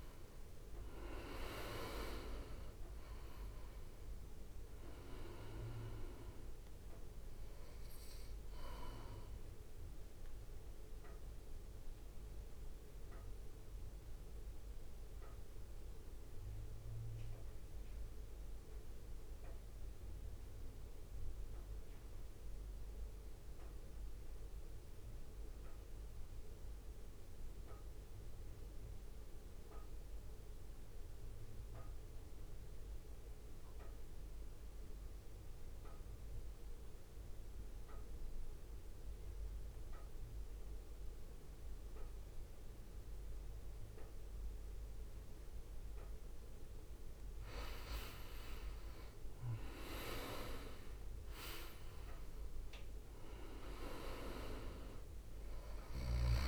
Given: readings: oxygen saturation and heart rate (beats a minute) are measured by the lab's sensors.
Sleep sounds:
breathing in sleep by a room microphone; 1
0.00-4.00 s: arousal
0.00-14.00 s: drop in pulse transit time (device-marked, heart rate 52 extreme)
0.00-15.00 s: oxygen desaturation (device-marked, oxygen 91% lowest, heart rate 52 extreme)
9.00-46.50 s: mixed apnea (oxygen 98% before, 85% lowest, heart rate 56 before, 52 extreme, up 6 after)
17.00-34.00 s: oxygen desaturation (device-marked, oxygen 92% before, 85% lowest, heart rate 56 before, 56 extreme)
43.00-56.47 s: oxygen desaturation (device-marked, oxygen 99% before, 88% lowest, heart rate 64 before, 52 extreme)
50.50-54.50 s: arousal
51.00-56.47 s: drop in pulse transit time (device-marked, heart rate 63 before, 52 extreme)
From the record:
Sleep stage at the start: N2 (light sleep); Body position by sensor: on the right side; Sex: male

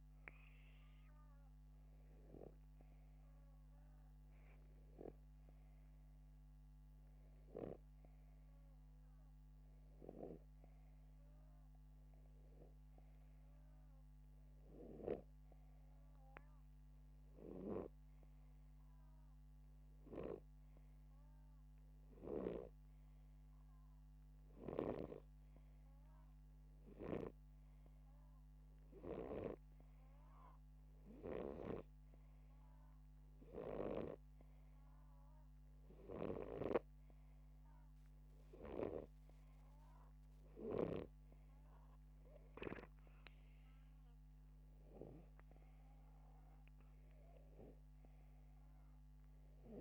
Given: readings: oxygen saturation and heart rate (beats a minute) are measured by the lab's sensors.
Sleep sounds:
breathing in sleep by a microphone on the trachea; none
32.00-37.00 s: snoring (device-marked)
From the record:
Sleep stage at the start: N2 (light sleep); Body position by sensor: upright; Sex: male

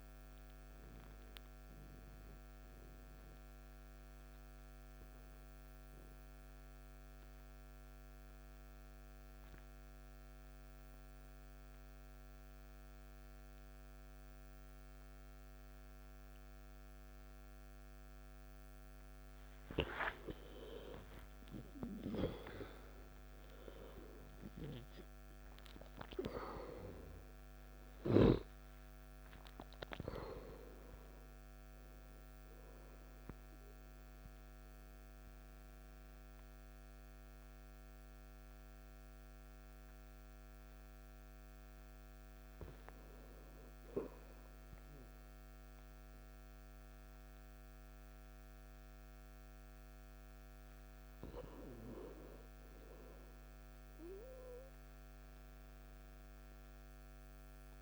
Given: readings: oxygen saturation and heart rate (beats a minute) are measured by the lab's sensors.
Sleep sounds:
breathing in sleep by a microphone on the trachea; 2
0.00-9.00 s: oxygen desaturation (device-marked, oxygen 87% lowest, heart rate 59 extreme)
1.00-20.50 s: mixed apnea (oxygen 95% before, 87% lowest, heart rate 72 before, 56 extreme, up 13 after)
21.50-25.50 s: arousal
25.00-44.00 s: oxygen desaturation (device-marked, oxygen 98% before, 93% lowest, heart rate 62 before, 56 extreme)
34.00-44.00 s: central apnea (oxygen 98% before, 91% lowest, heart rate 67 before, 56 extreme, up 5 after)
46.00-48.50 s: arousal
From the record:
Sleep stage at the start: N2 (light sleep); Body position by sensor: on the back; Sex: male

